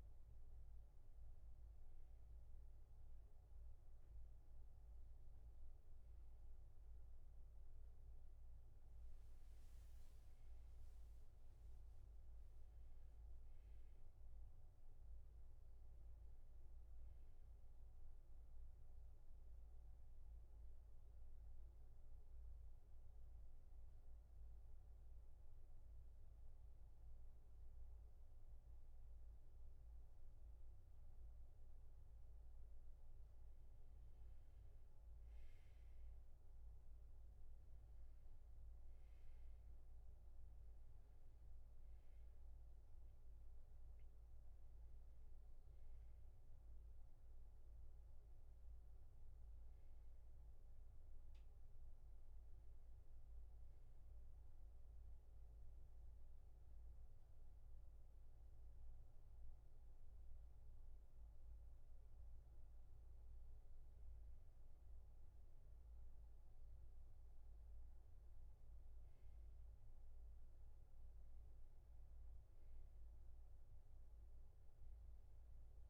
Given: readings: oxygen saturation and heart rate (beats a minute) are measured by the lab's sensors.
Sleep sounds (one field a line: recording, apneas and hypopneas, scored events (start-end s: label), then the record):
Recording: breathing in sleep, hard to hear, by a room microphone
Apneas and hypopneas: 2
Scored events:
18.50-32.00 s: mixed apnea (oxygen 100% before, 92% lowest, heart rate 73 before, 66 extreme, up 7 after)
22.00-75.90 s: new sleep stage, N2 (light sleep)
34.50-38.50 s: arousal
36.00-52.00 s: oxygen desaturation (device-marked, oxygen 98% before, 92% lowest, heart rate 68 before, 63 extreme)
54.00-64.00 s: obstructive apnea (oxygen 98% before, 91% lowest, heart rate 75 before, 63 extreme, up 8 after)
67.00-70.50 s: arousal
74.00-75.90 s: oxygen desaturation (device-marked, oxygen 98% before, 94% lowest, heart rate 68 before, 66 extreme)
From the record:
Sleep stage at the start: N1 (lightest sleep)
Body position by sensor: on the back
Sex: male